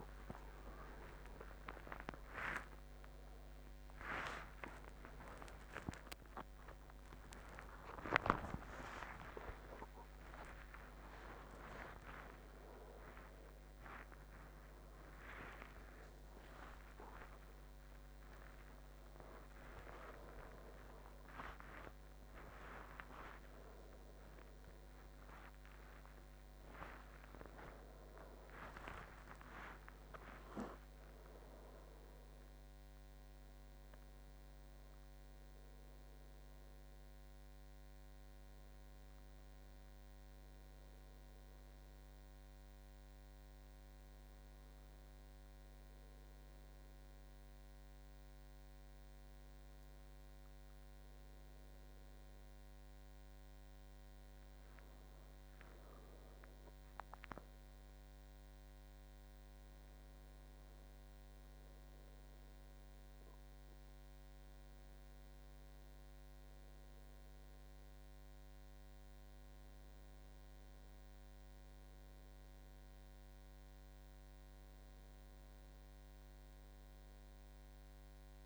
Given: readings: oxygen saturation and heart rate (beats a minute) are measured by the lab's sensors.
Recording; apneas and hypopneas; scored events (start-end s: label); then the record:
a person partly awake in a sleep study, by a microphone on the trachea; none
26.00-78.46 s: new sleep stage, N1 (lightest sleep)
From the record:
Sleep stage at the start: awake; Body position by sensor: on the back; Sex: male